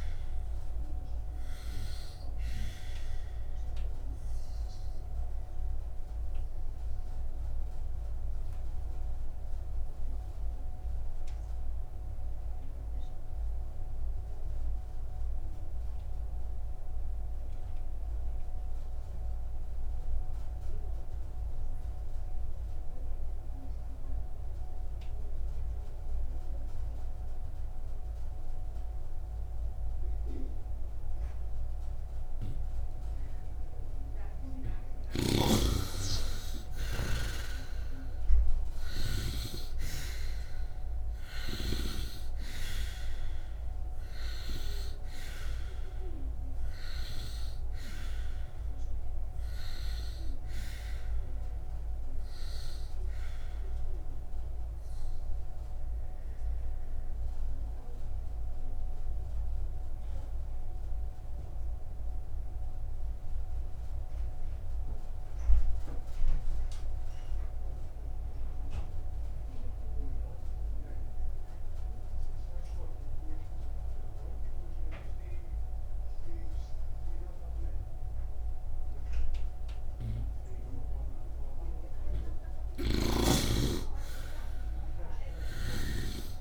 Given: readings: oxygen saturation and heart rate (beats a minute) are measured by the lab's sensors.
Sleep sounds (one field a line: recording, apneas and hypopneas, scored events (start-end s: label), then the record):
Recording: breathing in sleep by a room microphone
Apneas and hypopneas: 2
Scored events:
0.00-27.00 s: oxygen desaturation (device-marked, oxygen 79% lowest, heart rate 57 extreme)
4.00-33.50 s: obstructive apnea (oxygen 98% before, 76% lowest, heart rate 63 before, 57 extreme, up 4 after)
33.00-72.00 s: oxygen desaturation (device-marked, oxygen 98% before, 76% lowest, heart rate 66 before, 59 extreme)
35.00-39.50 s: snoring (device-marked)
36.00-40.00 s: arousal
54.00-81.50 s: obstructive apnea (oxygen 98% before, 75% lowest, heart rate 64 before, 59 extreme)
80.00-86.41 s: oxygen desaturation (device-marked, oxygen 99% before, 75% lowest, heart rate 67 before, 59 extreme)
82.50-86.00 s: snoring (device-marked)
83.00-86.41 s: arousal
From the record:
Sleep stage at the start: N2 (light sleep)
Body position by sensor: upright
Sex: male